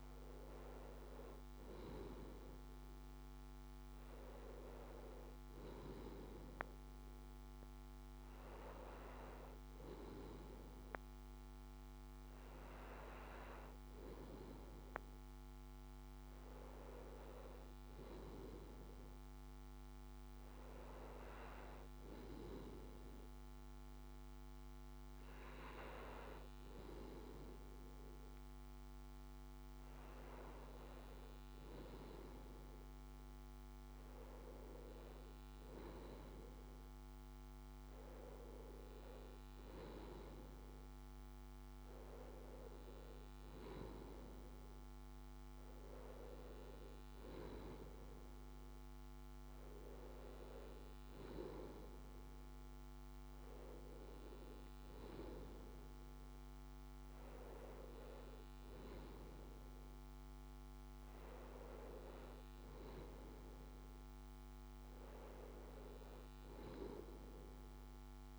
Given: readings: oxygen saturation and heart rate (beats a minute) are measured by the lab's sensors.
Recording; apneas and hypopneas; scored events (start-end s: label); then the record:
breathing in sleep by a microphone on the trachea; none
none scored
From the record:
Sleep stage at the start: N2 (light sleep); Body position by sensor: on the left side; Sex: male